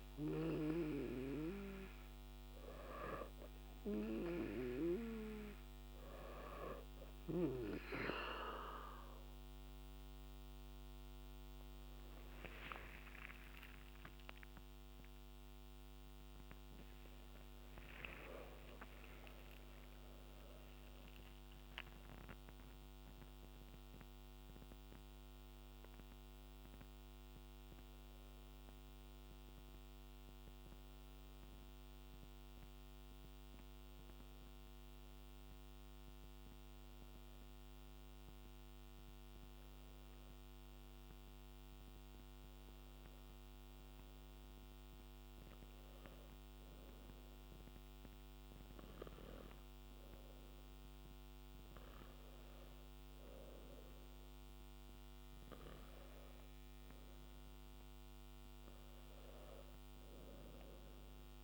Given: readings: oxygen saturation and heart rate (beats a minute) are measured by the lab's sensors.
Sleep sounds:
breathing in sleep by a microphone on the trachea; none
14.50-20.00 s: arousal
From the record:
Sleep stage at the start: N2 (light sleep); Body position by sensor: on the back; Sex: male

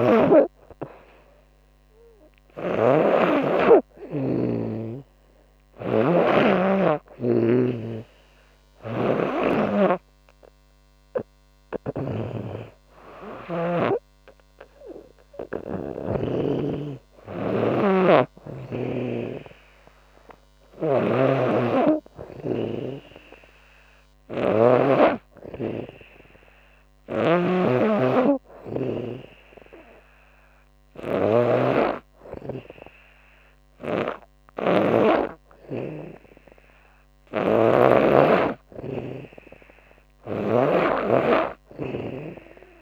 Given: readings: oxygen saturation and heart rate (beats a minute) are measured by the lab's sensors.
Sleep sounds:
breathing in sleep by a microphone on the trachea; none
0.00-15.50 s: snoring (device-marked)
20.00-24.00 s: snoring (device-marked)
26.00-42.82 s: snoring (device-marked)
From the record:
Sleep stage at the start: N2 (light sleep); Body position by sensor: on the back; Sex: female

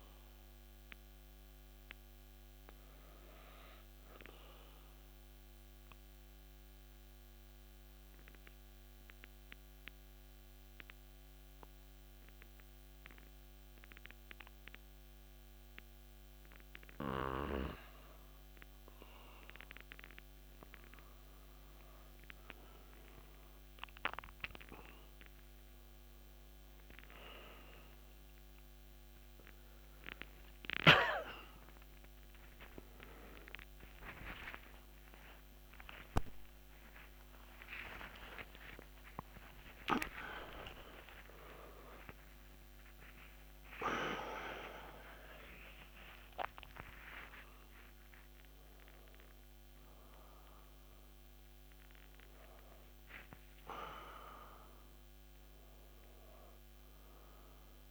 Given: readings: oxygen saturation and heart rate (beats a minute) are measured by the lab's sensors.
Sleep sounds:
a person awake in a sleep study, by a microphone on the trachea; 1
0.00-12.50 s: oxygen desaturation (device-marked, oxygen 93% lowest)
4.00-17.50 s: obstructive apnea (oxygen 98% before, 93% lowest)
24.50-54.50 s: new sleep stage, awake
54.50-57.91 s: new sleep stage, N2 (light sleep)
From the record:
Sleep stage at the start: N2 (light sleep); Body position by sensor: on the back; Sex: male

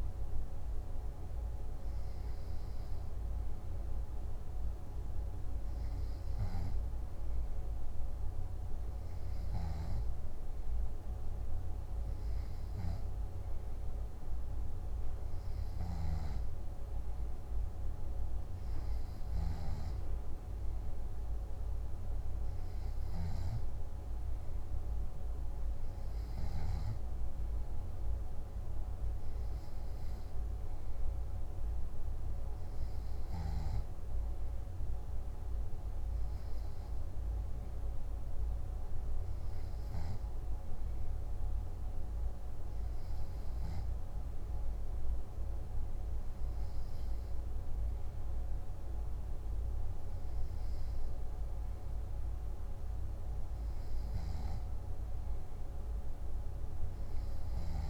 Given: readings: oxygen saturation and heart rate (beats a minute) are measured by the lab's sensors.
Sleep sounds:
breathing in sleep, hard to hear, by a room microphone; none
none scored
From the record:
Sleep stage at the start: N3 (deep sleep); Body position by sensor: on the back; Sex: male

